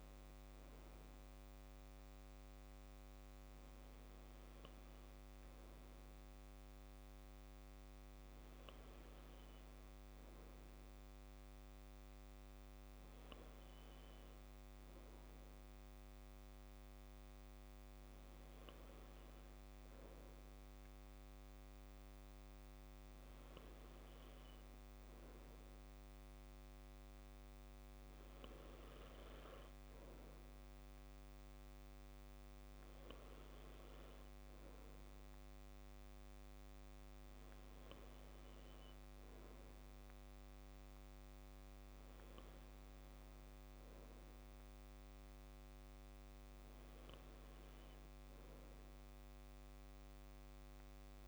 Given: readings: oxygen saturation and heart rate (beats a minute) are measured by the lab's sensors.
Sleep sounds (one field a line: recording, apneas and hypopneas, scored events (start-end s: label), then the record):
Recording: breathing in sleep, hard to hear, by a microphone on the trachea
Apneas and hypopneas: none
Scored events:
none scored
From the record:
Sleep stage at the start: N2 (light sleep)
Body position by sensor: on the back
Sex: male